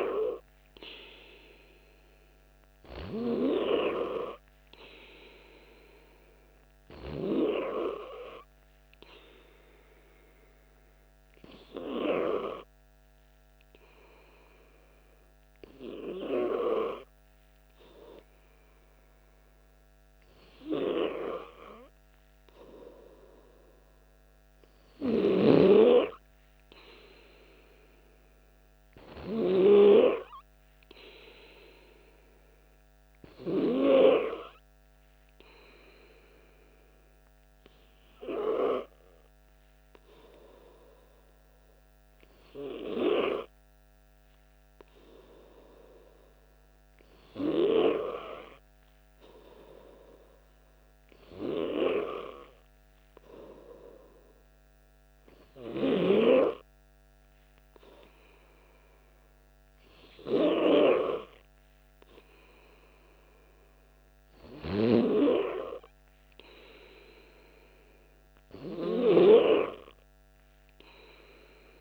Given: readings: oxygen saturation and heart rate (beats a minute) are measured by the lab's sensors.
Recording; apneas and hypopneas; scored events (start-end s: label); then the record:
breathing in sleep by a microphone on the trachea; 2
9.50-22.50 s: hypopnea (oxygen 97% before, 94% lowest, heart rate 60 before, 57 extreme, up 2 after)
23.00-26.00 s: arousal
34.00-46.50 s: hypopnea (oxygen 97% before, 95% lowest, heart rate 58 before, 59 extreme, up 0 after)
48.50-51.50 s: arousal
From the record:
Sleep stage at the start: N2 (light sleep); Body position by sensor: on the back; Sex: male